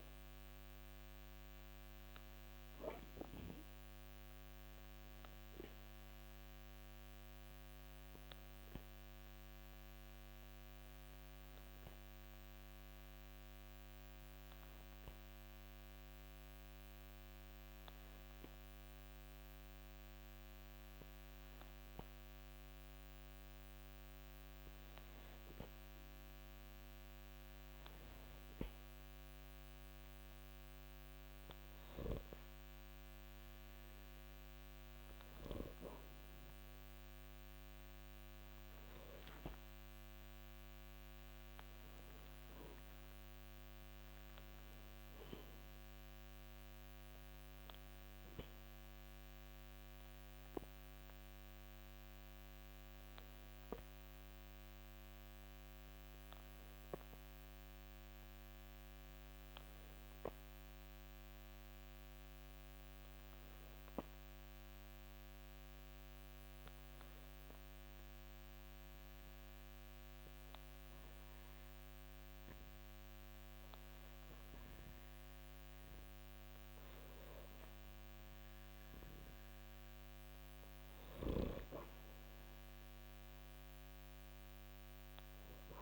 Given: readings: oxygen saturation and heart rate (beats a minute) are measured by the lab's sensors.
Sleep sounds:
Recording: breathing in sleep, hard to hear, by a microphone on the trachea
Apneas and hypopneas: 2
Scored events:
6.50-27.50 s: obstructive apnea (oxygen 94% before, 91% lowest, heart rate 65 before, 55 extreme, up 0 after)
29.50-53.50 s: oxygen desaturation (device-marked, oxygen 96% before, 91% lowest, heart rate 55 before, 55 extreme)
41.00-45.50 s: arousal
50.50-74.00 s: obstructive apnea (oxygen 96% before, 86% lowest, heart rate 58 before, 54 extreme, up 12 after)
72.50-85.82 s: oxygen desaturation (device-marked, oxygen 95% before, 91% lowest, heart rate 57 before, 54 extreme)
76.50-80.00 s: arousal
From the record:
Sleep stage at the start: N2 (light sleep)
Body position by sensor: on the back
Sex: male

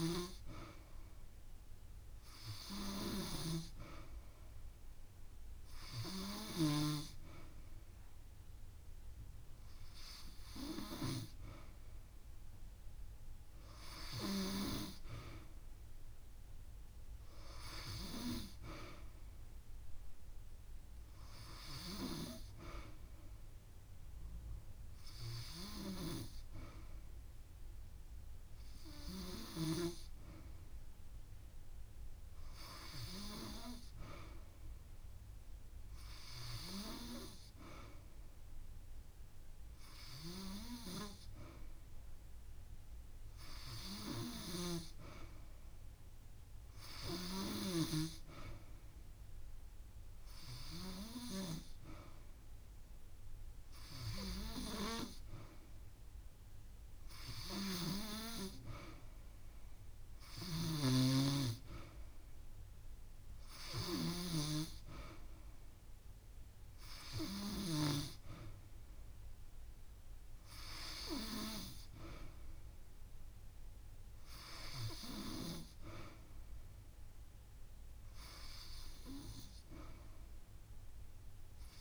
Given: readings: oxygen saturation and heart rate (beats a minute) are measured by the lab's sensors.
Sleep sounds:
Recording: breathing in sleep by a room microphone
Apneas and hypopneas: none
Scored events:
8.50-10.50 s: long interval between heartbeats (device-marked)
12.50-14.50 s: long interval between heartbeats (device-marked)
14.50-19.50 s: drop in pulse transit time (device-marked)
34.50-44.50 s: drop in pulse transit time (device-marked)
38.50-40.50 s: long interval between heartbeats (device-marked)
42.50-44.50 s: long interval between heartbeats (device-marked)
46.50-56.50 s: drop in pulse transit time (device-marked)
51.50-53.50 s: long interval between heartbeats (device-marked)
56.50-58.50 s: long interval between heartbeats (device-marked)
79.50-81.50 s: long interval between heartbeats (device-marked)
From the record:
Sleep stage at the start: N2 (light sleep)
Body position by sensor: on the back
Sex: female

